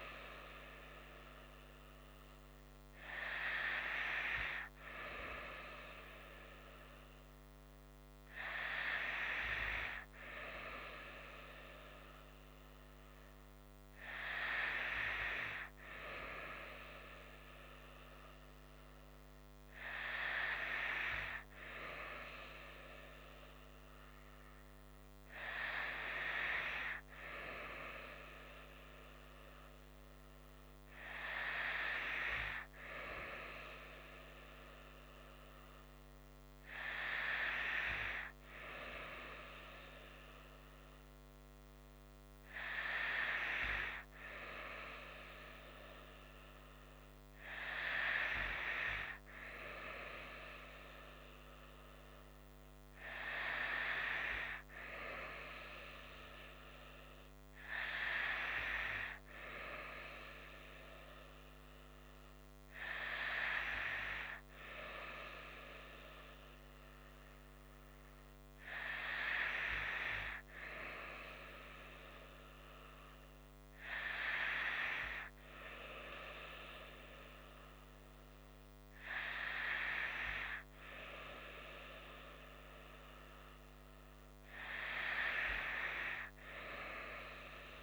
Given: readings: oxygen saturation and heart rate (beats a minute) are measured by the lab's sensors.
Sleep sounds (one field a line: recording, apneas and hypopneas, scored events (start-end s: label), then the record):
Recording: breathing in sleep by a microphone on the trachea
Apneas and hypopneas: none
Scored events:
none scored
From the record:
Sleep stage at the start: N2 (light sleep)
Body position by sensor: on the right side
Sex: female